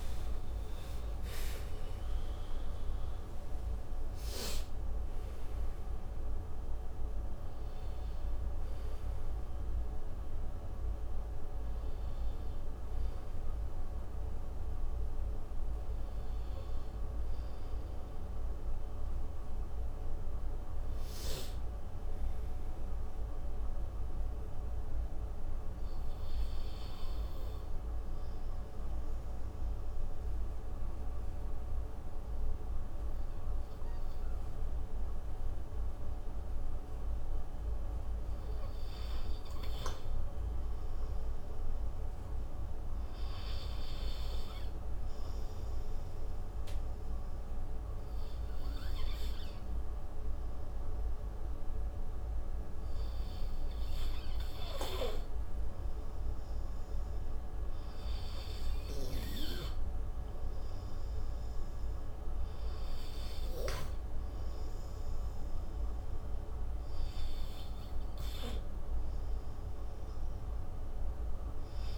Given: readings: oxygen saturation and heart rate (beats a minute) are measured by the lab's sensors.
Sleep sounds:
breathing in sleep, hard to hear, by a room microphone; 2
0.00-1.50 s: oxygen desaturation (device-marked, oxygen 80% lowest)
0.00-3.50 s: arousal
0.00-3.50 s: tachycardia (device-marked)
11.50-28.50 s: oxygen desaturation (device-marked, oxygen 85% before, 80% lowest)
13.50-71.98 s: new sleep stage, N2 (light sleep)
29.50-40.00 s: mixed apnea (oxygen 88% before, 93% lowest)
41.50-44.00 s: arousal
46.50-57.00 s: obstructive apnea (oxygen 99% before, 93% lowest)
50.50-59.50 s: oxygen desaturation (device-marked, oxygen 99% before, 94% lowest)
59.50-63.50 s: arousal
64.50-71.98 s: oxygen desaturation (device-marked, oxygen 96% before, 93% lowest)
From the record:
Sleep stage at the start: REM sleep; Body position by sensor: on the right side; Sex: male

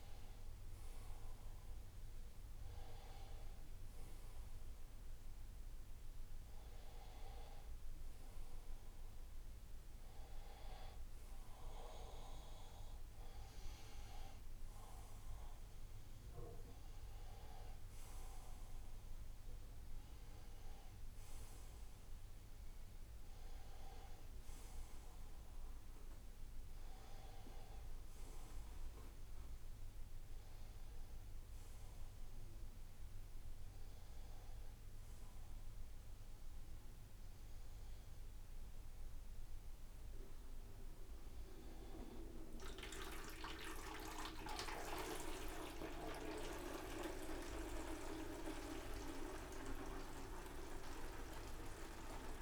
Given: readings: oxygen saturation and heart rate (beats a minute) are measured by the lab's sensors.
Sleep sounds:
a person awake in a sleep study, by a room microphone; none
24.50-26.50 s: tachycardia (device-marked, heart rate 87 before, 97 extreme)
From the record:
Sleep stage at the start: awake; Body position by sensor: upright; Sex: male

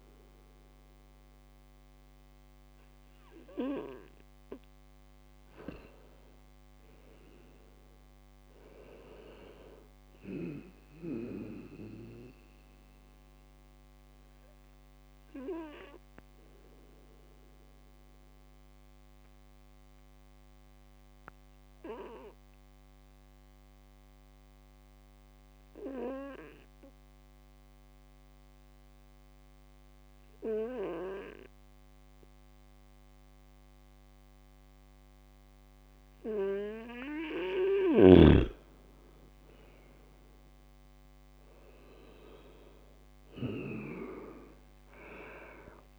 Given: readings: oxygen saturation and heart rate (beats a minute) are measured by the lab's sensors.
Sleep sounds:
breathing in sleep by a microphone on the trachea; 1
15.50-37.50 s: obstructive apnea (oxygen 99% before, 96% lowest)
41.00-44.50 s: arousal
From the record:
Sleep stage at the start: N2 (light sleep); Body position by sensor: on the right side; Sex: male

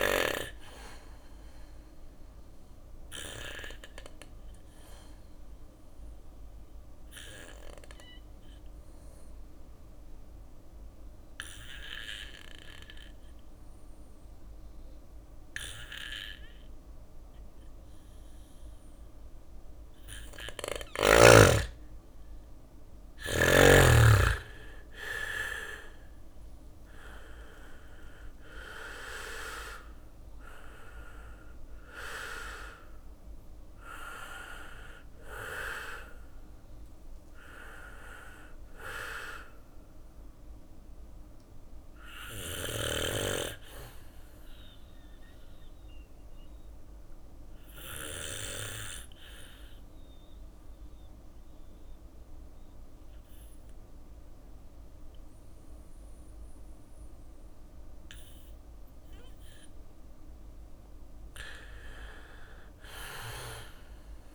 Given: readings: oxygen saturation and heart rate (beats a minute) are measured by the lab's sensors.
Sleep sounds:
breathing in sleep by a room microphone; 2
0.00-2.00 s: drop in pulse transit time (device-marked, heart rate 59 extreme)
0.00-17.00 s: oxygen desaturation (device-marked, oxygen 91% lowest, heart rate 55 extreme)
0.00-19.00 s: bradycardia (device-marked, heart rate 55 extreme)
1.00-18.50 s: obstructive apnea (oxygen 98% before, 91% lowest, heart rate 60 before, 57 extreme, up 4 after)
21.00-26.00 s: arousal
24.00-36.00 s: drop in pulse transit time (device-marked, heart rate 58 before, 57 extreme)
30.00-48.00 s: bradycardia (device-marked, heart rate 60 before, 57 extreme)
41.00-57.50 s: obstructive apnea (oxygen 99% before, 93% lowest, heart rate 60 before, 56 extreme, up 4 after)
60.00-63.00 s: arousal
From the record:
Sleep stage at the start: N2 (light sleep); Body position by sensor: on the back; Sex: male

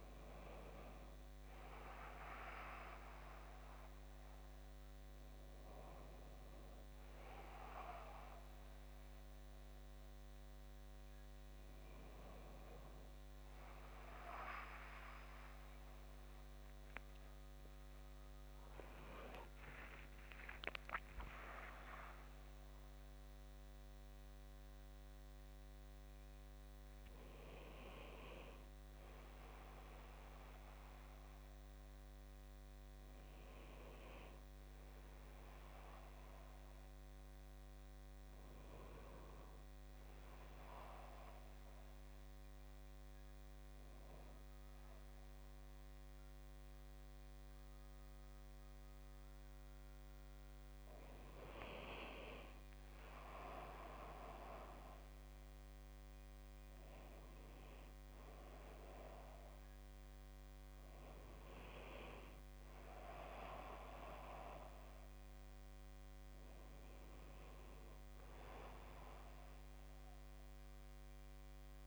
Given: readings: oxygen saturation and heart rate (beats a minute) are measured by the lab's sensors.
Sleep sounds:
breathing in sleep by a microphone on the trachea; none
18.50-21.50 s: arousal
From the record:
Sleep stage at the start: N2 (light sleep); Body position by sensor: on the back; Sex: male

